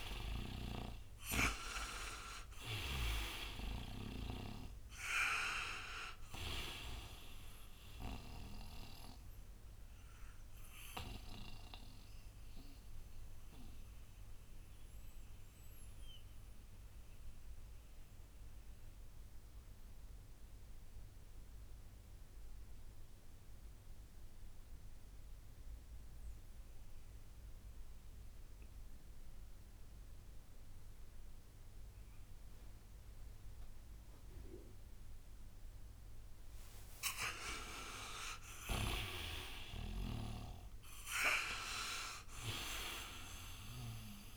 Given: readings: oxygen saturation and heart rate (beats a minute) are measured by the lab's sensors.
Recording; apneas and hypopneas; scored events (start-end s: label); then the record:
breathing in sleep by a room microphone; 1
0.00-3.00 s: snoring (device-marked)
0.00-31.00 s: oxygen desaturation (device-marked, oxygen 82% lowest, heart rate 55 extreme)
8.50-36.50 s: mixed apnea (oxygen 97% before, 82% lowest, heart rate 68 before, 55 extreme, up 20 after)
37.50-42.00 s: arousal
40.00-44.37 s: oxygen desaturation (device-marked, oxygen 98% before, 87% lowest, heart rate 60 before, 58 extreme)
From the record:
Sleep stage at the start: N2 (light sleep); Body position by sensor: on the right side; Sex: male